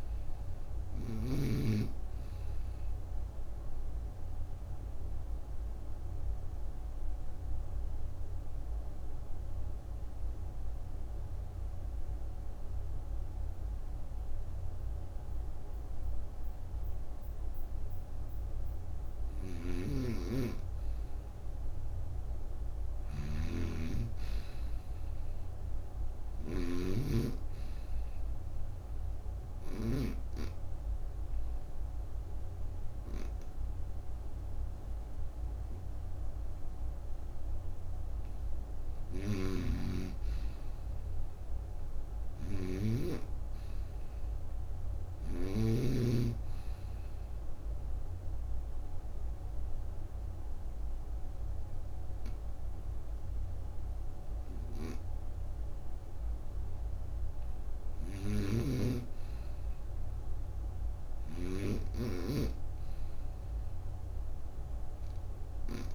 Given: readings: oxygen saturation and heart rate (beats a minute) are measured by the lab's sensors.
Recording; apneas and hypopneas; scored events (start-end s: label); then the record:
breathing in sleep by a room microphone; 3
0.00-1.00 s: snoring (device-marked)
0.00-13.00 s: oxygen desaturation (device-marked, oxygen 94% lowest, heart rate 28 extreme)
1.50-18.00 s: obstructive apnea (oxygen 97% before, 93% lowest, heart rate 55 before, 28 extreme, up 19 after)
19.00-30.00 s: snoring (device-marked)
20.50-23.50 s: arousal
27.00-37.50 s: obstructive apnea (oxygen 98% before, 93% lowest, heart rate 41 before, 45 extreme, up 22 after)
36.00-58.00 s: oxygen desaturation (device-marked, oxygen 98% before, 93% lowest, heart rate 42 before, 29 extreme)
38.50-41.50 s: arousal
39.00-45.50 s: snoring (device-marked)
46.00-57.00 s: obstructive apnea (oxygen 98% before, 93% lowest, heart rate 49 before, 29 extreme, up 10 after)
58.00-61.50 s: snoring (device-marked)
59.00-63.00 s: arousal
From the record:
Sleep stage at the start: N2 (light sleep); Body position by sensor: on the right side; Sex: female